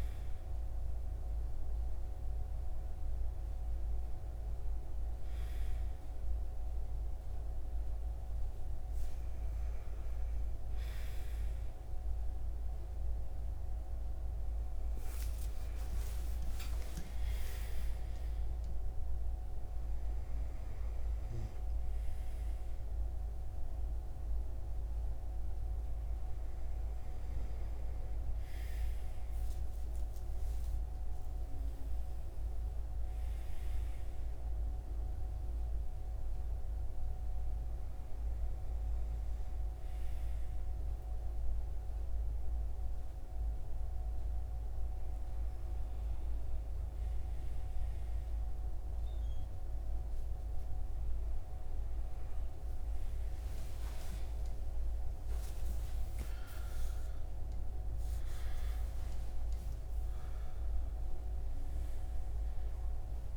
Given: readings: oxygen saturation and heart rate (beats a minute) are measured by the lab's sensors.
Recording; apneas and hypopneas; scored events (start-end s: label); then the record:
breathing in sleep, hard to hear, by a room microphone; none
9.00-14.50 s: arousal
45.00-63.37 s: new sleep stage, N1 (lightest sleep)
52.50-58.50 s: arousal
From the record:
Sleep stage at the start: REM sleep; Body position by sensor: on the right side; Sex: male